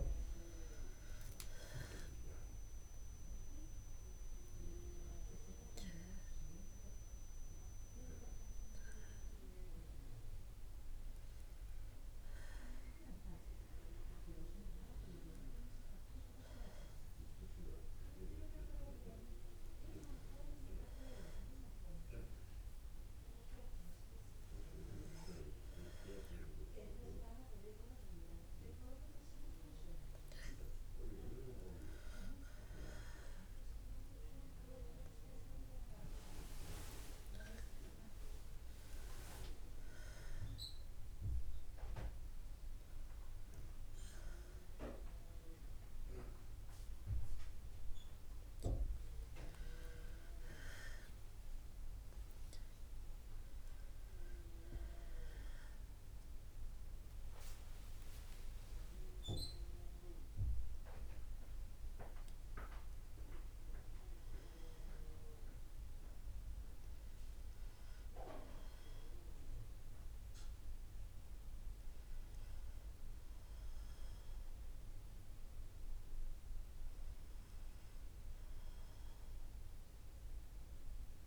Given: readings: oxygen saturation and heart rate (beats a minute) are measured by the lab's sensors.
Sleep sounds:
breathing in sleep by a room microphone; none
16.50-27.50 s: oxygen desaturation (device-marked, oxygen 95% before, 91% lowest, heart rate 65 before, 61 extreme)
71.50-80.50 s: oxygen desaturation (device-marked, oxygen 94% before, 91% lowest, heart rate 63 before, 60 extreme)
From the record:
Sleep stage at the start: N1 (lightest sleep); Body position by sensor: on the right side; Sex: female

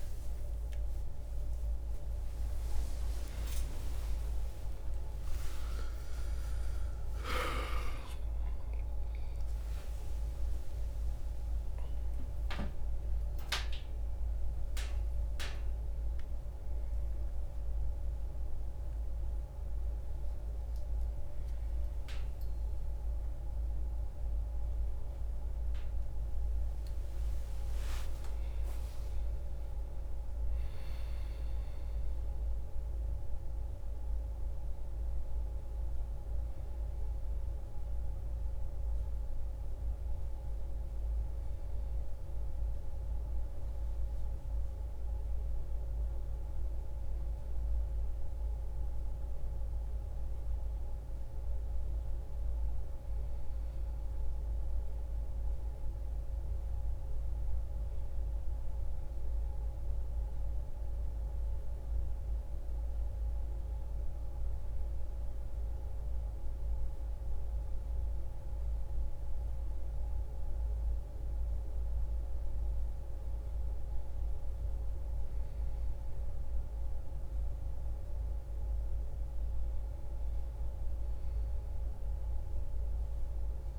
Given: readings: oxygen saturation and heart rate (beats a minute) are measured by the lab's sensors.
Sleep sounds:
a person awake in a sleep study, hard to hear, by a room microphone; none
none scored
From the record:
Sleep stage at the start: awake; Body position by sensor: on the back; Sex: male

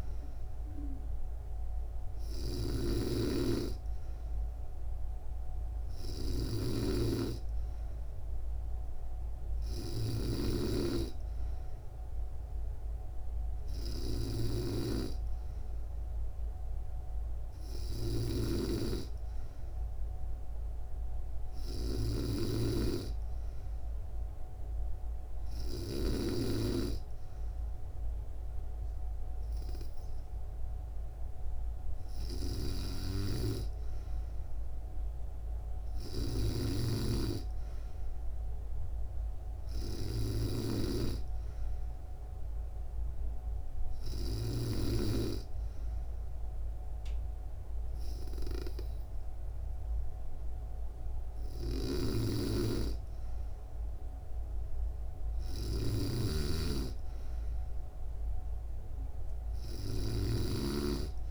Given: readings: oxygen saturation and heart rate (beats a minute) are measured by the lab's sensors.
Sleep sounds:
breathing in sleep by a room microphone; none
0.00-25.50 s: snoring (device-marked)
32.50-44.00 s: snoring (device-marked)
51.00-61.31 s: snoring (device-marked)
From the record:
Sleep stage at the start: N3 (deep sleep); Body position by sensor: on the back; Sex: female

